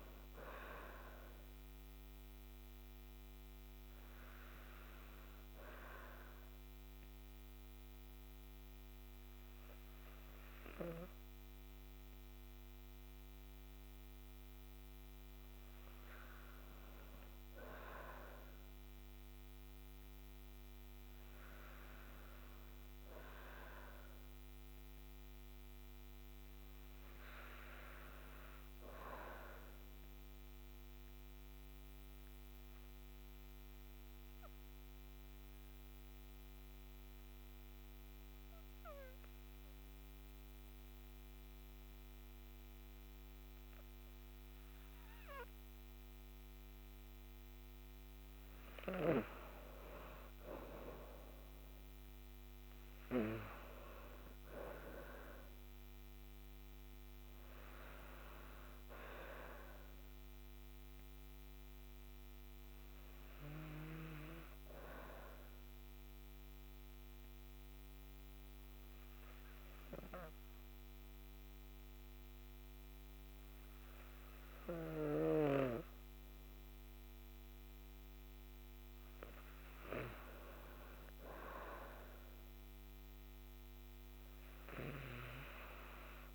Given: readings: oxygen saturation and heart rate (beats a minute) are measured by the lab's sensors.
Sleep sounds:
breathing in sleep by a microphone on the trachea; 3
0.00-18.50 s: oxygen desaturation (device-marked, oxygen 85% lowest, heart rate 60 extreme)
6.50-16.50 s: obstructive apnea (oxygen 98% before, 85% lowest, heart rate 144 before, 60 extreme, up 21 after)
21.00-24.00 s: arousal
29.50-47.50 s: obstructive apnea (oxygen 98% before, 87% lowest, heart rate 103 before, 68 extreme, up 34 after)
51.50-55.00 s: arousal
55.50-76.50 s: oxygen desaturation (device-marked, oxygen 97% before, 87% lowest, heart rate 88 before, 68 extreme)
65.50-78.00 s: obstructive apnea (oxygen 97% before, 87% lowest, heart rate 98 before, 83 extreme, up 6 after)
82.00-85.50 s: arousal
From the record:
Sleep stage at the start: N2 (light sleep); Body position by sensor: on the back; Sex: female

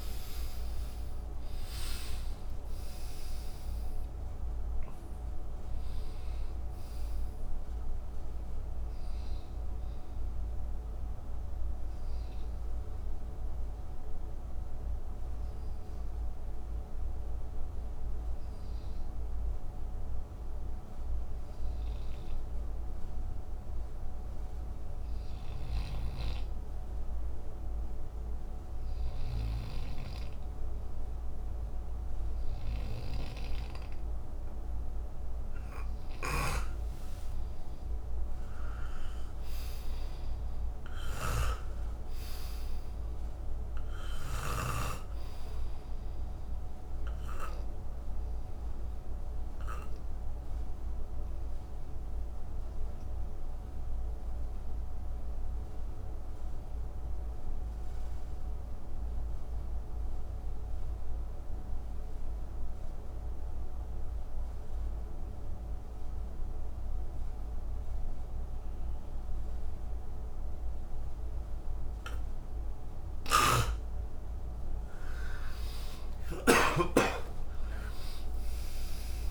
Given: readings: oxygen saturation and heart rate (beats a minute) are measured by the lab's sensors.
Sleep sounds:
breathing in sleep by a room microphone; 2
0.00-1.50 s: snoring (device-marked)
0.00-5.00 s: arousal
0.00-22.50 s: oxygen desaturation (device-marked, oxygen 85% lowest, heart rate 56 extreme)
11.50-34.00 s: obstructive apnea (oxygen 97% before, 83% lowest, heart rate 81 before, 58 extreme, up 10 after)
25.50-44.50 s: snoring (device-marked)
36.50-59.50 s: oxygen desaturation (device-marked, oxygen 97% before, 89% lowest, heart rate 62 before, 58 extreme)
37.00-41.50 s: arousal
48.50-72.00 s: obstructive apnea (oxygen 98% before, 83% lowest, heart rate 66 before, 57 extreme, up 25 after)
69.50-79.31 s: oxygen desaturation (device-marked, oxygen 96% before, 83% lowest, heart rate 62 before, 57 extreme)
73.00-76.50 s: snoring (device-marked)
74.00-79.00 s: arousal
From the record:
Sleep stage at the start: N2 (light sleep); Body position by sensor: on the right side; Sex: male

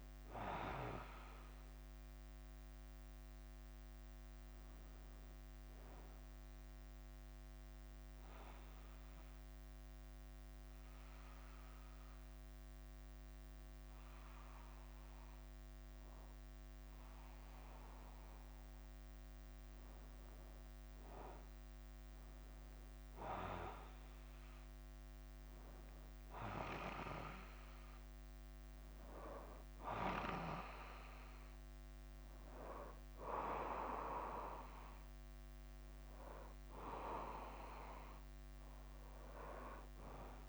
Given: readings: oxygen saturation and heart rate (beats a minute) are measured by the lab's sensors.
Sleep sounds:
breathing in sleep by a microphone on the trachea; 1
0.00-40.49 s: bradycardia (device-marked, heart rate 43 extreme)
9.00-19.50 s: obstructive apnea (oxygen 99% before, 93% lowest, heart rate 51 before, 43 extreme, up 9 after)
15.00-26.00 s: oxygen desaturation (device-marked, oxygen 98% before, 95% lowest, heart rate 50 before, 50 extreme)
20.00-23.00 s: arousal
From the record:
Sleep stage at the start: N2 (light sleep); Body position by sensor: on the back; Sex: male

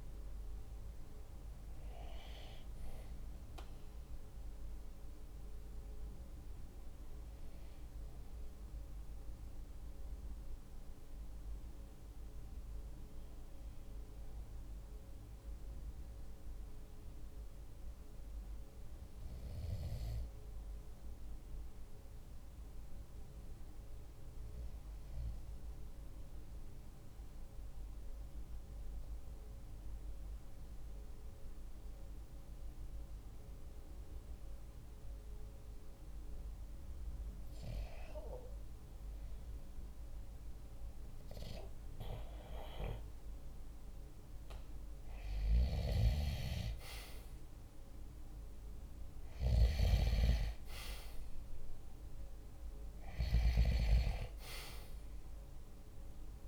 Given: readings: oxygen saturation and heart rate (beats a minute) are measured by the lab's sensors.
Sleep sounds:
breathing in sleep by a room microphone; 1
8.00-37.50 s: obstructive apnea (oxygen 95% before, 92% lowest, heart rate 47 before, 45 extreme, up 0 after)
41.00-45.50 s: arousal
46.00-56.48 s: oxygen desaturation (device-marked, oxygen 97% before, 92% lowest, heart rate 46 before, 46 extreme)
From the record:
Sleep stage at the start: REM sleep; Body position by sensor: on the right side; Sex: male

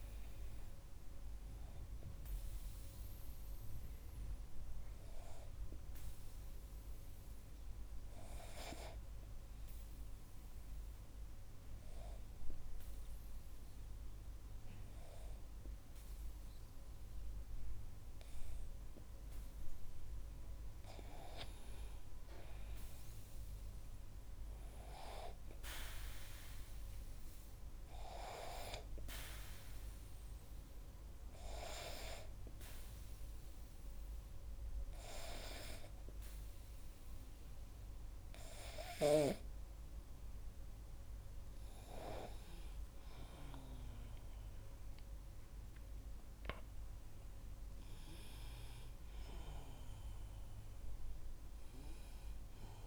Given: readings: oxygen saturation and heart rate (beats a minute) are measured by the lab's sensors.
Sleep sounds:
breathing in sleep by a room microphone; 2
0.00-6.50 s: oxygen desaturation (device-marked, oxygen 95% lowest, heart rate 38 extreme)
4.00-17.50 s: obstructive apnea (oxygen 99% before, 95% lowest, heart rate 54 before, 38 extreme, up 1 after)
20.50-23.50 s: arousal
30.50-42.00 s: obstructive apnea (oxygen 98% before, 95% lowest, heart rate 48 before, 39 extreme, up 13 after)
43.50-47.00 s: arousal
From the record:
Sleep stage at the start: N2 (light sleep); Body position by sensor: on the back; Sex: male

